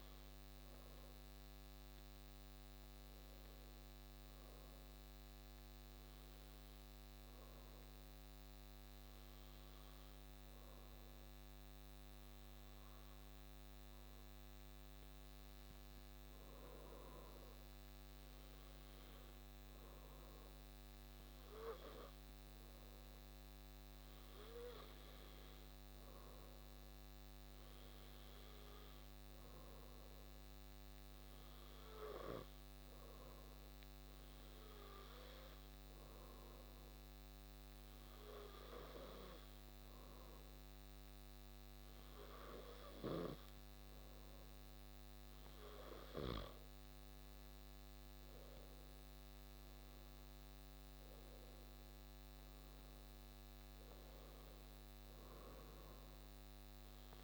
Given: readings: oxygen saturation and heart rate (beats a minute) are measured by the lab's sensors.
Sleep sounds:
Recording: breathing in sleep by a microphone on the trachea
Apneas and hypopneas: 2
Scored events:
0.50-17.00 s: hypopnea (oxygen 96% before, 94% lowest)
19.00-22.00 s: arousal
32.00-44.50 s: hypopnea (oxygen 97% before, 94% lowest)
48.00-52.00 s: arousal
From the record:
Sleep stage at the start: N2 (light sleep)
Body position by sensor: on the back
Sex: male

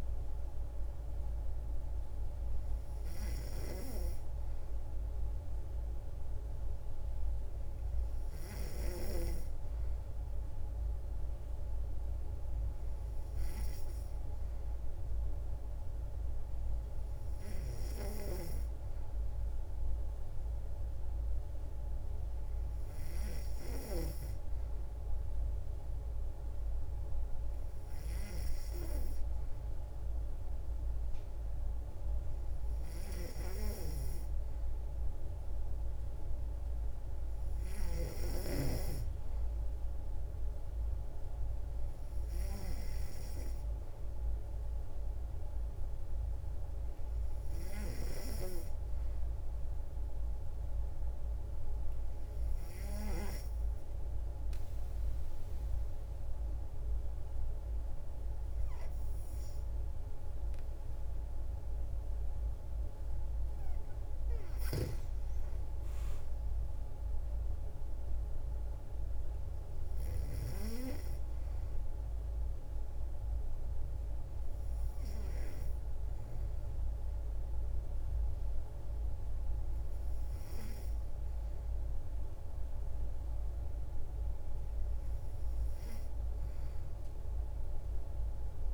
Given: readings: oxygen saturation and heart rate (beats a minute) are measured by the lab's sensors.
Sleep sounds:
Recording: breathing in sleep by a room microphone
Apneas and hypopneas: 1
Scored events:
54.00-65.00 s: obstructive apnea (oxygen 93% before, 90% lowest, heart rate 58 before, 56 extreme, up 4 after)
66.00-69.50 s: arousal
74.00-85.00 s: oxygen desaturation (device-marked, oxygen 93% before, 90% lowest, heart rate 60 before, 56 extreme)
From the record:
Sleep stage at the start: N3 (deep sleep)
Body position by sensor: on the back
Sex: female

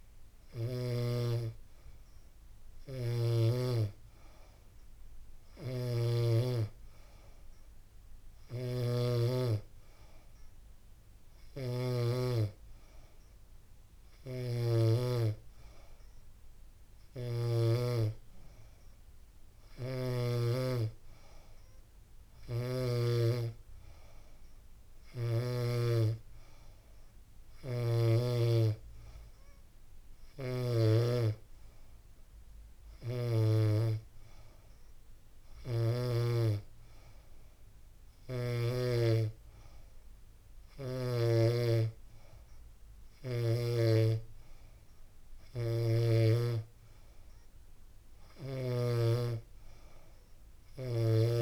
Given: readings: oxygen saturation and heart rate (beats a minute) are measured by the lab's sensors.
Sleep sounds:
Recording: breathing in sleep by a room microphone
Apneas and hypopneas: none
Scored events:
0.00-11.50 s: snoring (device-marked)
13.50-17.00 s: snoring (device-marked)
19.00-22.50 s: snoring (device-marked)
From the record:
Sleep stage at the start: N3 (deep sleep)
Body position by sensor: on the back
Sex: female

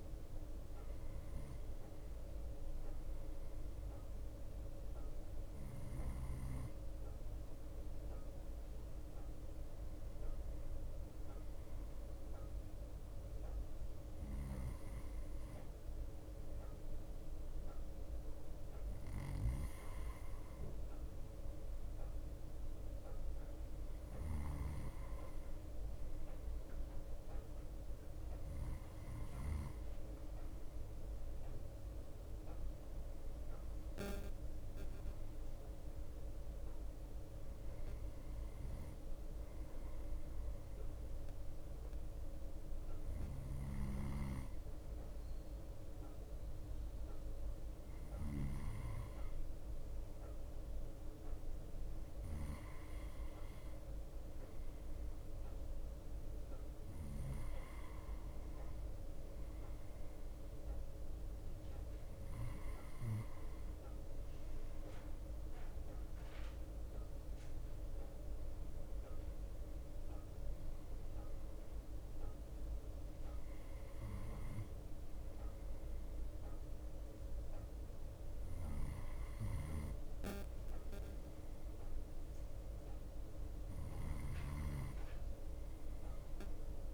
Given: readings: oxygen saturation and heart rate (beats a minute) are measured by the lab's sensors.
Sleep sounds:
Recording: breathing in sleep, hard to hear, by a room microphone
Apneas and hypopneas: none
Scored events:
0.00-86.94 s: bradycardia (device-marked, heart rate 54 extreme)
25.50-30.50 s: arousal
67.50-72.00 s: arousal
From the record:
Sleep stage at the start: N2 (light sleep)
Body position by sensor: on the right side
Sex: male

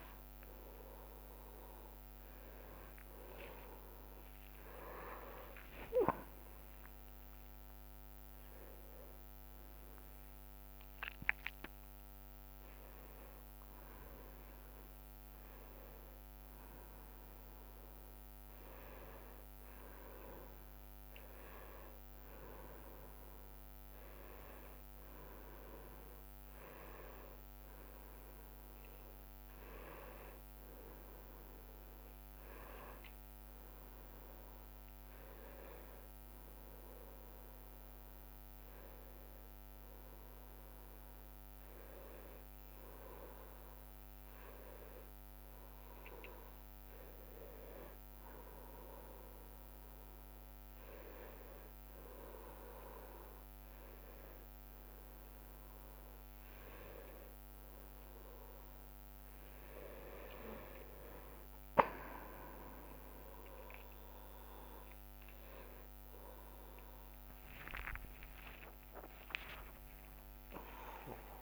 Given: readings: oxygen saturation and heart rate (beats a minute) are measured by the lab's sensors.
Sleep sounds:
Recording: a person awake in a sleep study, by a microphone on the trachea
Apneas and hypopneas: none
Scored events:
10.00-12.00 s: long interval between heartbeats (device-marked, heart rate 34 before, 81 extreme)
10.50-12.50 s: drop in pulse transit time (device-marked, heart rate 38 before, 73 extreme)
13.00-15.00 s: long interval between heartbeats (device-marked, heart rate 44 before, 75 extreme)
18.50-27.50 s: drop in pulse transit time (device-marked, heart rate 58 before, 49 extreme)
20.00-22.00 s: long interval between heartbeats (device-marked, heart rate 60 before, 51 extreme)
25.50-27.50 s: long interval between heartbeats (device-marked, heart rate 65 before, 52 extreme)
34.00-36.00 s: long interval between heartbeats (device-marked, heart rate 52 before, 53 extreme)
39.50-42.50 s: drop in pulse transit time (device-marked, heart rate 51 before, 37 extreme)
45.00-47.00 s: long interval between heartbeats (device-marked, heart rate 49 before, 57 extreme)
45.50-49.50 s: drop in pulse transit time (device-marked, heart rate 49 before, 50 extreme)
61.00-63.00 s: long interval between heartbeats (device-marked, heart rate 57 before, 76 extreme)
From the record:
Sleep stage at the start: awake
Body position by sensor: on the right side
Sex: male

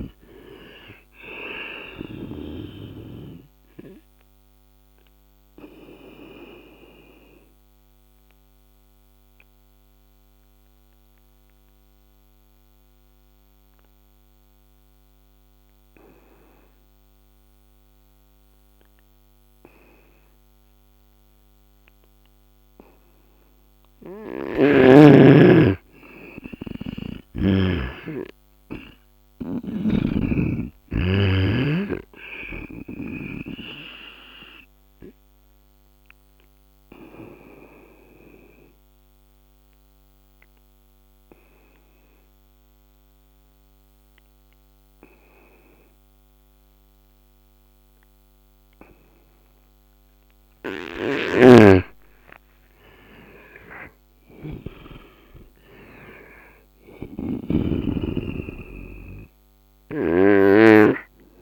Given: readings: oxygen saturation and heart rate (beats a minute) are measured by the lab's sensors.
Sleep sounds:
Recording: breathing in sleep by a microphone on the trachea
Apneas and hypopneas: 2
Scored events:
0.00-2.00 s: snoring (device-marked)
4.50-22.50 s: obstructive apnea (oxygen 98% before, 86% lowest, heart rate 72 before, 68 extreme, up 9 after)
16.00-32.00 s: oxygen desaturation (device-marked, oxygen 95% before, 88% lowest, heart rate 73 before, 68 extreme)
24.50-28.50 s: arousal
29.00-33.00 s: snoring (device-marked)
33.50-50.00 s: obstructive apnea (oxygen 96% before, 86% lowest, heart rate 71 before, 69 extreme, up 12 after)
48.00-58.00 s: oxygen desaturation (device-marked, oxygen 92% before, 86% lowest, heart rate 76 before, 69 extreme)
50.50-57.00 s: snoring (device-marked)
52.00-56.00 s: arousal
From the record:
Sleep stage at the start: N2 (light sleep)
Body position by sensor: on the right side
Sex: male

